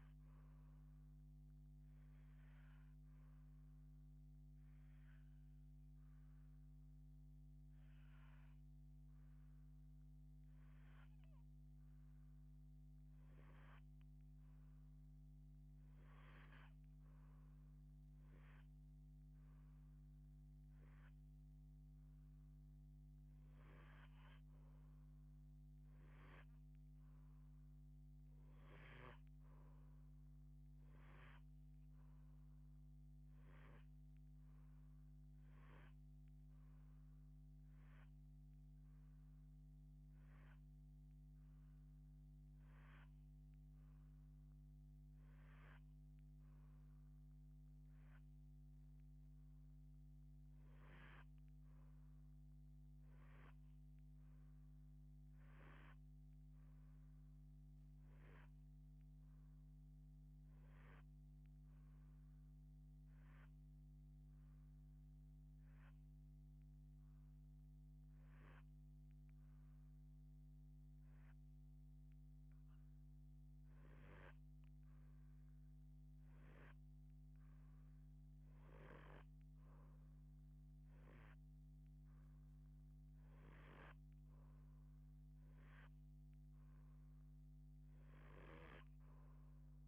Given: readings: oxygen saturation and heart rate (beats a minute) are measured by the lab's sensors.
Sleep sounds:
breathing in sleep by a microphone on the trachea; 3
0.50-12.50 s: hypopnea (oxygen 92% before, 85% lowest, heart rate 107 before, 36 extreme, up 0 after)
15.00-19.00 s: arousal
15.50-41.50 s: oxygen desaturation (device-marked, oxygen 90% before, 86% lowest, heart rate 124 before, 46 extreme)
34.50-46.50 s: hypopnea (oxygen 90% before, 82% lowest, heart rate 57 before, 86 extreme, up 37 after)
48.50-53.00 s: arousal
58.50-74.50 s: hypopnea (oxygen 88% before, 82% lowest, heart rate 116 before, 96 extreme, up 29 after)
76.50-80.00 s: arousal
85.50-89.88 s: oxygen desaturation (device-marked, oxygen 85% before, 82% lowest, heart rate 121 before, 106 extreme)
From the record:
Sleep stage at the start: REM sleep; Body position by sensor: on the left side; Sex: female

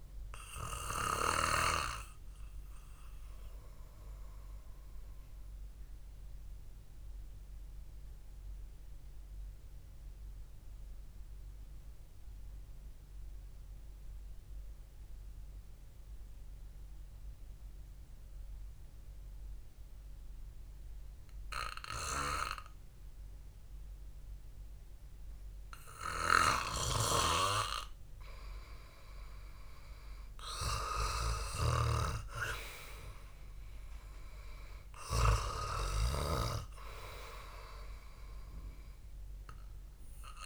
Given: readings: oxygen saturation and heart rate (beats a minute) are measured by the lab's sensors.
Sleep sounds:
breathing in sleep by a room microphone; 1
0.00-3.50 s: oxygen desaturation (device-marked, oxygen 94% lowest, heart rate 57 extreme)
5.00-27.00 s: mixed apnea (oxygen 97% before, 91% lowest, heart rate 60 before, 59 extreme, up 2 after)
29.50-34.00 s: arousal
35.50-40.46 s: oxygen desaturation (device-marked, oxygen 98% before, 91% lowest, heart rate 67 before, 52 extreme)
From the record:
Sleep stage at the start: REM sleep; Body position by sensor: on the back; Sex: male

